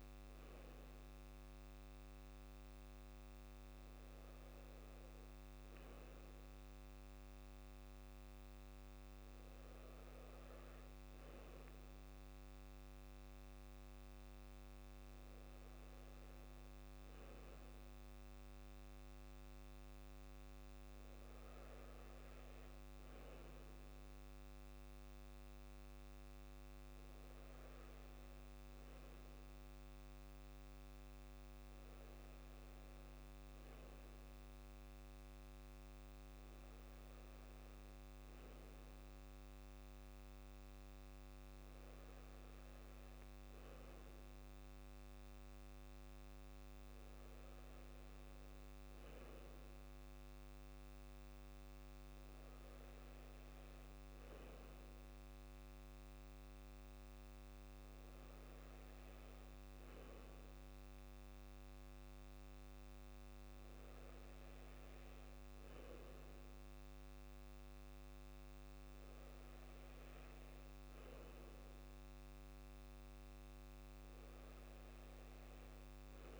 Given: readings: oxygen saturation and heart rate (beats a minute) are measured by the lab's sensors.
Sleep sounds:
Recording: breathing in sleep, hard to hear, by a microphone on the trachea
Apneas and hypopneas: none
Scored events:
none scored
From the record:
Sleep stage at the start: N2 (light sleep)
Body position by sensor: on the back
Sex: male

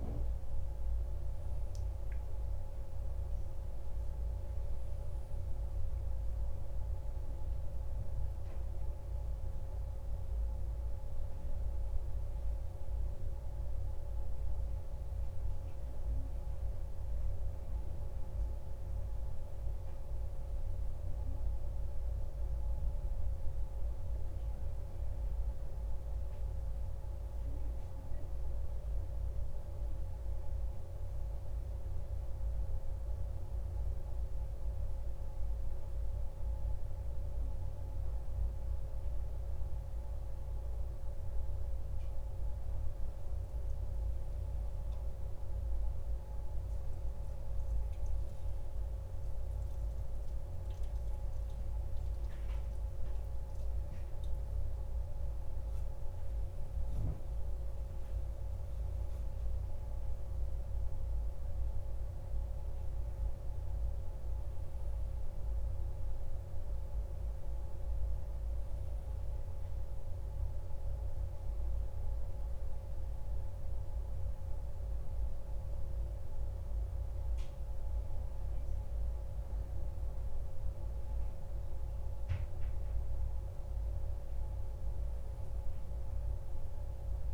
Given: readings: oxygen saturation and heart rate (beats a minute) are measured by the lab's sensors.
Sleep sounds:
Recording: breathing in sleep, hard to hear, by a room microphone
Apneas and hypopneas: none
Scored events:
5.50-9.00 s: arousal
66.00-87.34 s: new sleep stage, N2 (light sleep)
From the record:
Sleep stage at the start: N1 (lightest sleep)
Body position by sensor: on the back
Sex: male

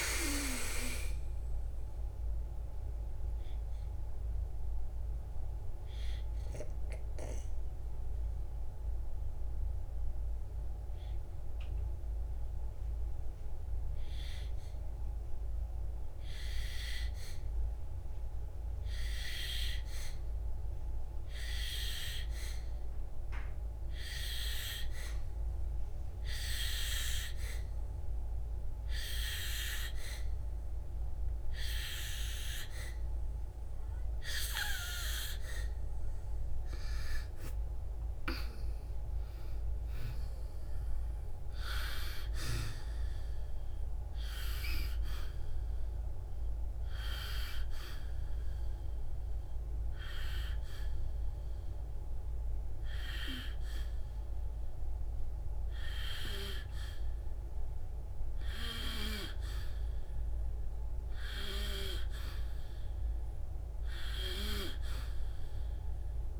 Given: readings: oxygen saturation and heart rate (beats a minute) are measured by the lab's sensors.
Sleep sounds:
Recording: breathing in sleep by a room microphone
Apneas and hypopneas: 2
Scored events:
0.00-3.50 s: arousal
0.00-14.00 s: oxygen desaturation (device-marked, oxygen 92% lowest, heart rate 57 extreme)
7.00-37.00 s: obstructive apnea (oxygen 97% before, 91% lowest, heart rate 64 before, 57 extreme, up 5 after)
38.00-41.50 s: arousal
49.00-59.00 s: hypopnea (oxygen 97% before, 92% lowest, heart rate 68 before, 58 extreme, up 4 after)
From the record:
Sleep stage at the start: N2 (light sleep)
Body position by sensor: on the back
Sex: female

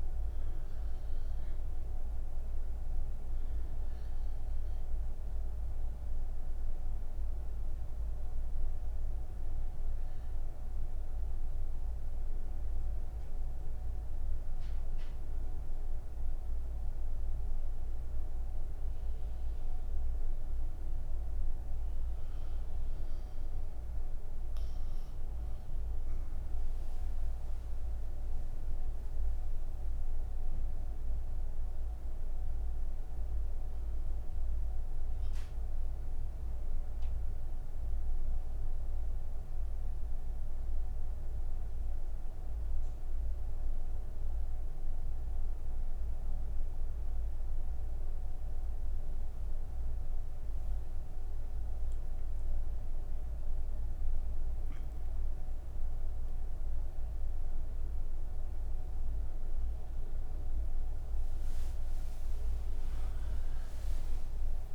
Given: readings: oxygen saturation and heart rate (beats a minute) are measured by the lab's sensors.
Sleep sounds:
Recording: breathing in sleep, hard to hear, by a room microphone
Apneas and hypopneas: 1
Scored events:
0.00-9.50 s: oxygen desaturation (device-marked, oxygen 95% lowest)
32.50-48.50 s: oxygen desaturation (device-marked, oxygen 96% before, 92% lowest)
38.00-51.50 s: obstructive apnea (oxygen 96% before, 92% lowest)
From the record:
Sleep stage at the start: N2 (light sleep)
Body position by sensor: on the right side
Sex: female

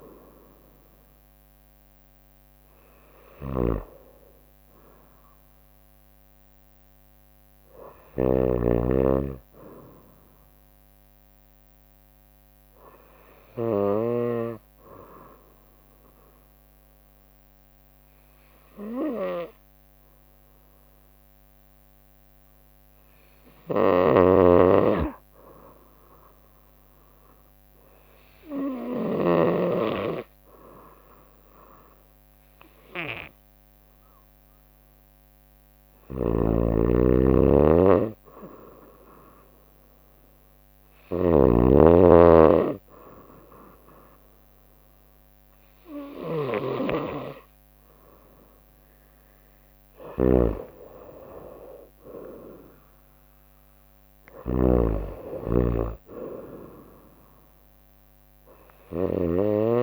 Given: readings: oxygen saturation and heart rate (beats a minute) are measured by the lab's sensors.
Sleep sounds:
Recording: breathing in sleep by a microphone on the trachea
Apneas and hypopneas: 1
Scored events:
0.00-1.00 s: drop in pulse transit time (device-marked, heart rate 66 extreme)
0.00-14.50 s: snoring (device-marked)
15.00-34.50 s: hypopnea (oxygen 96% before, 92% lowest, heart rate 65 before, 60 extreme, up 0 after)
23.50-29.50 s: snoring (device-marked)
26.00-38.00 s: drop in pulse transit time (device-marked, heart rate 65 before, 60 extreme)
36.00-59.83 s: snoring (device-marked)
36.50-40.50 s: arousal
51.00-59.83 s: drop in pulse transit time (device-marked, heart rate 63 before, 67 extreme)
From the record:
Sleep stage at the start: N2 (light sleep)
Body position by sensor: on the right side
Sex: female

